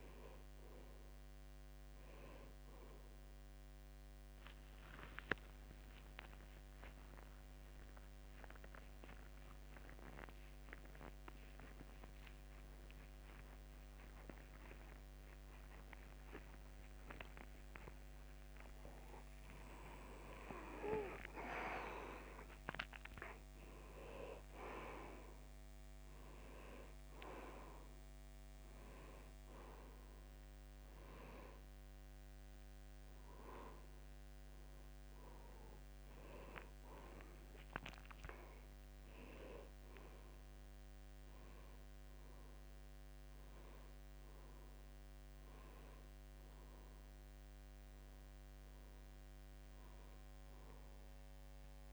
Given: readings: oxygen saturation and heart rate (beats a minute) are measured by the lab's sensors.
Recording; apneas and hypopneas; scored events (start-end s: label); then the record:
a person partly awake in a sleep study, by a microphone on the trachea; none
7.50-9.50 s: long interval between heartbeats (device-marked, heart rate 85 before, 129 extreme)
10.00-12.00 s: long interval between heartbeats (device-marked, heart rate 94 before, 191 extreme)
13.50-15.50 s: long interval between heartbeats (device-marked, heart rate 111 before, 176 extreme)
15.50-17.50 s: long interval between heartbeats (device-marked, heart rate 121 before, 158 extreme)
18.50-20.50 s: long interval between heartbeats (device-marked, heart rate 133 before, 152 extreme)
21.00-36.00 s: oxygen desaturation (device-marked, oxygen 96% before, 89% lowest, heart rate 144 before, 75 extreme)
21.50-23.50 s: long interval between heartbeats (device-marked, heart rate 144 before, 140 extreme)
23.00-51.93 s: new sleep stage, N2 (light sleep)
26.50-28.50 s: long interval between heartbeats (device-marked, heart rate 156 before, 104 extreme)
29.00-31.00 s: long interval between heartbeats (device-marked, heart rate 152 before, 96 extreme)
36.00-38.00 s: long interval between heartbeats (device-marked, heart rate 119 before, 98 extreme)
From the record:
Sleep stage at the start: awake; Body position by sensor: on the back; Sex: male